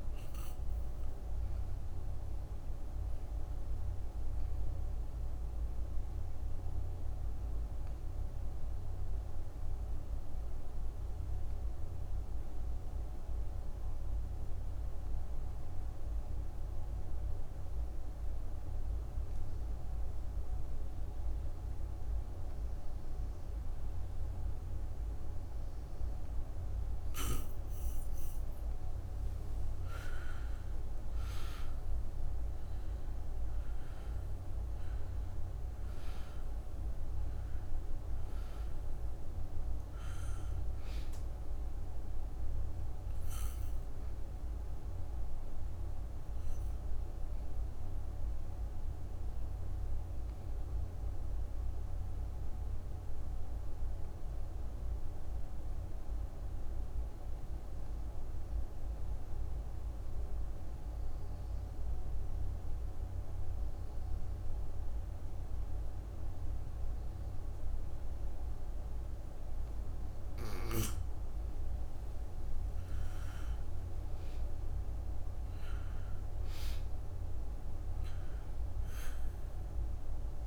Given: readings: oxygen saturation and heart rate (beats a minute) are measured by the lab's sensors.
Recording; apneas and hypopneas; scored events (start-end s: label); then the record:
breathing in sleep, hard to hear, by a room microphone; 2
0.00-18.00 s: oxygen desaturation (device-marked, oxygen 90% lowest, heart rate 58 extreme)
3.00-28.50 s: obstructive apnea (oxygen 98% before, 84% lowest, heart rate 66 before, 58 extreme, up 12 after)
28.00-62.00 s: oxygen desaturation (device-marked, oxygen 97% before, 84% lowest, heart rate 62 before, 58 extreme)
29.50-33.50 s: arousal
43.50-69.50 s: obstructive apnea (oxygen 97% before, 84% lowest, heart rate 69 before, 56 extreme, up 12 after)
71.50-75.50 s: arousal
74.00-80.47 s: oxygen desaturation (device-marked, oxygen 98% before, 87% lowest, heart rate 62 before, 56 extreme)
From the record:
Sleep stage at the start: N2 (light sleep); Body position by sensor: on the back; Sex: female